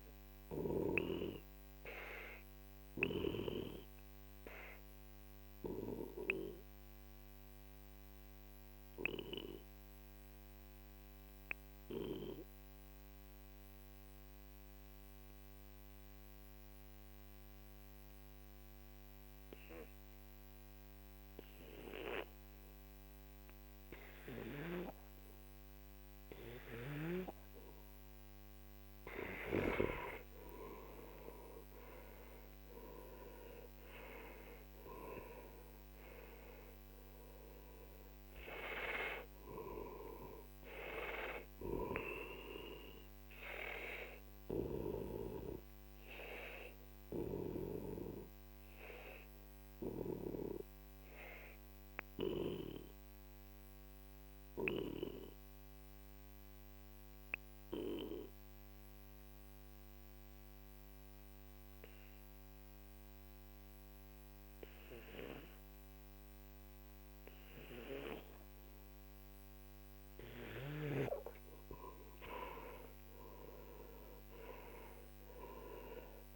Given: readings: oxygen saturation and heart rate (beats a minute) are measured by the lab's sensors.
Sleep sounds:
breathing in sleep by a microphone on the trachea; 2
0.00-8.00 s: oxygen desaturation (device-marked, oxygen 92% lowest, heart rate 42 extreme)
1.50-28.50 s: obstructive apnea (oxygen 97% before, 91% lowest, heart rate 54 before, 42 extreme, up 31 after)
30.00-35.00 s: oxygen desaturation (device-marked, oxygen 97% before, 94% lowest, heart rate 48 before, 44 extreme)
30.50-35.00 s: arousal
37.00-53.00 s: oxygen desaturation (device-marked, oxygen 97% before, 91% lowest, heart rate 59 before, 44 extreme)
45.50-71.50 s: obstructive apnea (oxygen 97% before, 91% lowest, heart rate 63 before, 42 extreme, up 13 after)
74.00-76.36 s: arousal
From the record:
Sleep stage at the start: N2 (light sleep); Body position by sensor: on the back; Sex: male

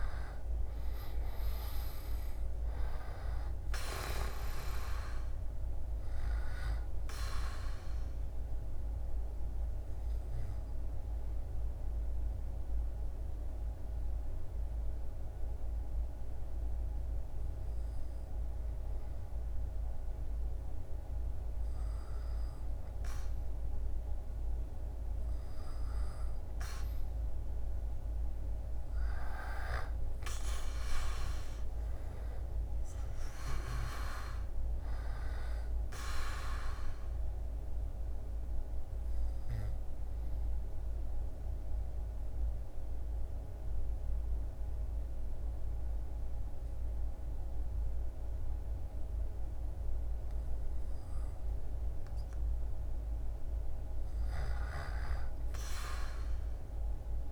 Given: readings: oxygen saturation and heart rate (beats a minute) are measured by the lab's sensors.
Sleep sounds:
breathing in sleep by a room microphone; 2
0.00-2.00 s: arousal
5.00-21.00 s: oxygen desaturation (device-marked, oxygen 98% before, 94% lowest, heart rate 75 before, 66 extreme)
6.50-23.50 s: obstructive apnea (oxygen 98% before, 94% lowest, heart rate 76 before, 66 extreme, up 7 after)
25.00-30.00 s: arousal
29.00-53.00 s: oxygen desaturation (device-marked, oxygen 98% before, 94% lowest, heart rate 71 before, 66 extreme)
36.00-53.00 s: obstructive apnea (oxygen 98% before, 94% lowest, heart rate 74 before, 66 extreme, up 10 after)
37.00-57.31 s: new sleep stage, N2 (light sleep)
56.00-57.31 s: arousal
From the record:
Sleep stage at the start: REM sleep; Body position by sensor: on the back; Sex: male

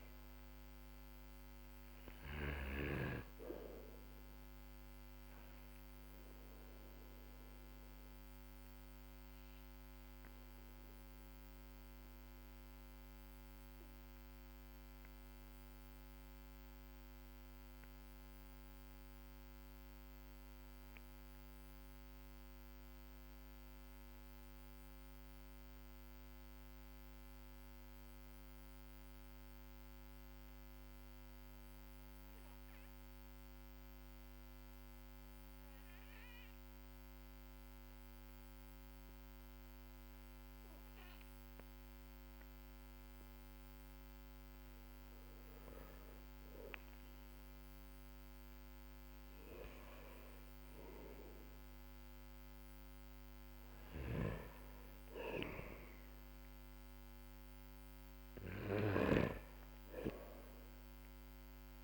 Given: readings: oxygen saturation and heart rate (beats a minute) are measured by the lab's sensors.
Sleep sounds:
breathing in sleep by a microphone on the trachea; 1
2.50-27.50 s: oxygen desaturation (device-marked, oxygen 95% before, 91% lowest, heart rate 53 before, 46 extreme)
2.50-47.00 s: obstructive apnea (oxygen 98% before, 91% lowest, heart rate 53 before, 44 extreme, up 9 after)
49.00-53.00 s: arousal
53.00-58.50 s: snoring (device-marked)
From the record:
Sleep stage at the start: N2 (light sleep); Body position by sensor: on the back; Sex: male

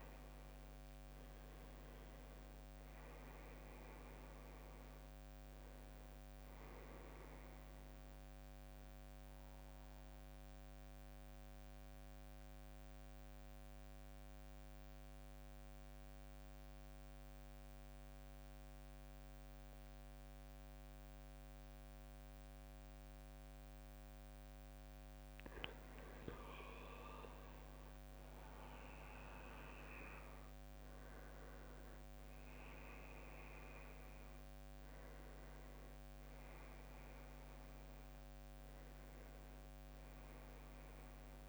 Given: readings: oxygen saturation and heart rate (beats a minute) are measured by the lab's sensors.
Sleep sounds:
breathing in sleep, hard to hear, by a microphone on the trachea; 1
0.00-2.50 s: arousal
10.50-25.50 s: central apnea (oxygen 98% before, 91% lowest, heart rate 64 before, 57 extreme, up 13 after)
28.00-32.00 s: arousal
28.00-41.48 s: oxygen desaturation (device-marked, oxygen 98% before, 93% lowest, heart rate 60 before, 56 extreme)
From the record:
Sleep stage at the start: N2 (light sleep); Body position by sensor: on the back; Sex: male

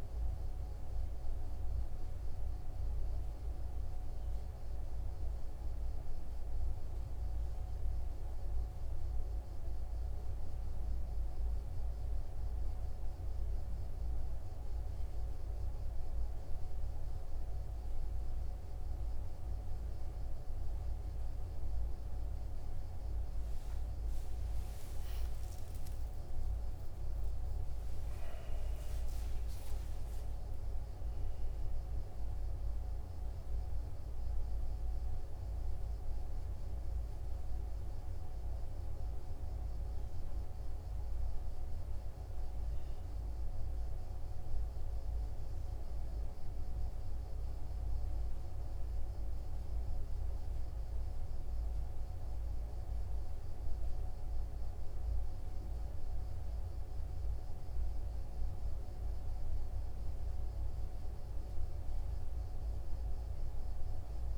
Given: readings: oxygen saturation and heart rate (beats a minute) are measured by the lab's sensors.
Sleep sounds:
a person awake in a sleep study, hard to hear, by a room microphone; none
none scored
From the record:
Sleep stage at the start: awake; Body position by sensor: on the back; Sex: male

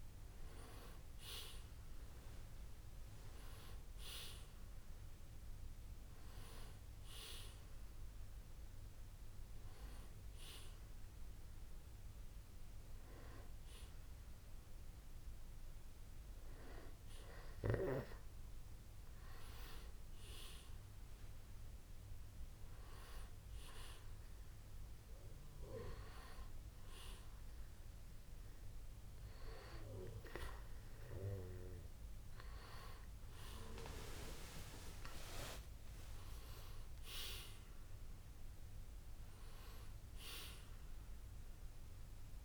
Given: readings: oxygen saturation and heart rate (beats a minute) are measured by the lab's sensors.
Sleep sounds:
breathing in sleep by a room microphone; none
31.50-34.50 s: arousal
From the record:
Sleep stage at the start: N2 (light sleep); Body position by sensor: on the back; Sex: male

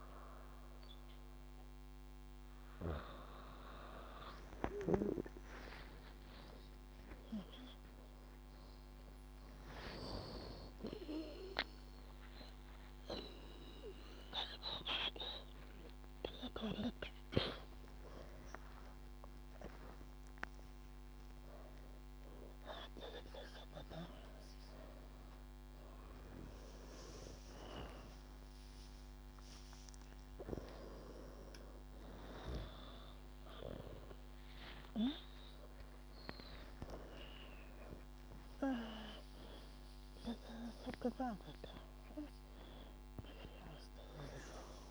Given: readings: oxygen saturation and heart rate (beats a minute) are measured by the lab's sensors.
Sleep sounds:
a person awake in a sleep study, by a microphone on the trachea; none
4.50-6.50 s: long interval between heartbeats (device-marked, heart rate 69 before, 82 extreme)
13.00-15.00 s: long interval between heartbeats (device-marked, heart rate 79 before, 94 extreme)
17.00-19.00 s: long interval between heartbeats (device-marked, heart rate 84 before, 102 extreme)
19.50-21.50 s: long interval between heartbeats (device-marked, heart rate 92 before, 135 extreme)
36.50-38.50 s: long interval between heartbeats (device-marked, heart rate 113 before, 106 extreme)
From the record:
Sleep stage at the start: awake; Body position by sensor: on the back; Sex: female

